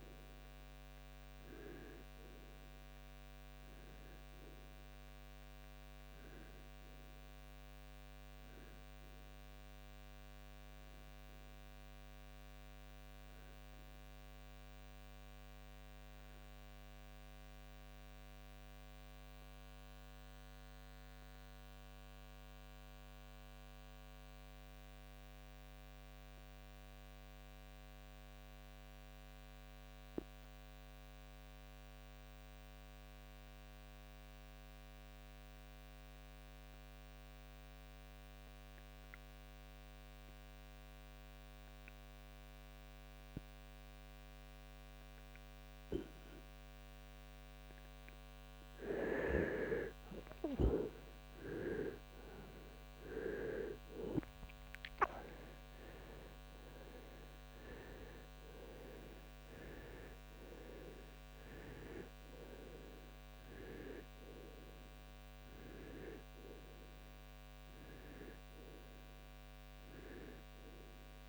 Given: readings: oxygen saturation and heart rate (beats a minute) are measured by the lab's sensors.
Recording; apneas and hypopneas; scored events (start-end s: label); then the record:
breathing in sleep by a microphone on the trachea; 1
6.00-10.00 s: arousal
6.50-32.50 s: oxygen desaturation (device-marked, oxygen 94% before, 85% lowest, heart rate 67 before, 46 extreme)
15.00-47.00 s: mixed apnea (oxygen 95% before, 83% lowest, heart rate 68 before, 46 extreme, up 19 after)
48.00-53.00 s: arousal
From the record:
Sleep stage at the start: REM sleep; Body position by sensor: on the right side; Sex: male